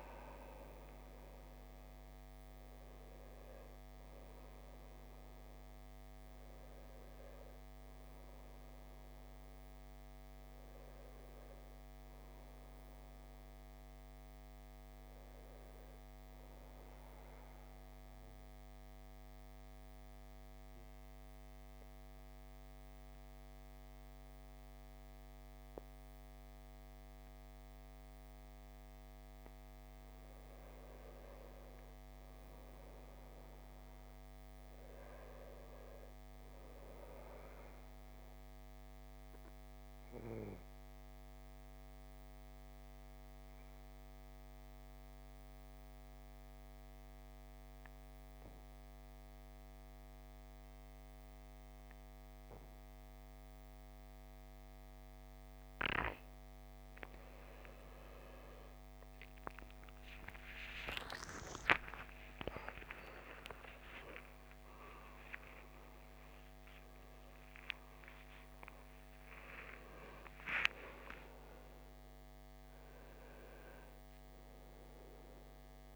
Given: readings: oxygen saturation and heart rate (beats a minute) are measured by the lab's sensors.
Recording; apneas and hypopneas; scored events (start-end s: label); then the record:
breathing in sleep by a microphone on the trachea; 2
0.00-1.00 s: arousal
3.50-23.50 s: oxygen desaturation (device-marked, oxygen 94% before, 88% lowest)
17.00-29.50 s: mixed apnea (oxygen 96% before, 85% lowest, heart rate 44 before, 50 extreme, up 9 after)
31.50-35.50 s: arousal
39.00-56.00 s: obstructive apnea (oxygen 98% before, 85% lowest, heart rate 53 before, 54 extreme)
39.50-53.50 s: oxygen desaturation (device-marked, oxygen 98% before, 93% lowest, heart rate 54 before, 54 extreme)
55.50-75.95 s: new sleep stage, N1 (lightest sleep)
60.00-66.00 s: arousal
62.50-75.95 s: oxygen desaturation (device-marked, oxygen 95% before, 85% lowest, heart rate 60 before, 59 extreme)
From the record:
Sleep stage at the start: N2 (light sleep); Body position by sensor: on the back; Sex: male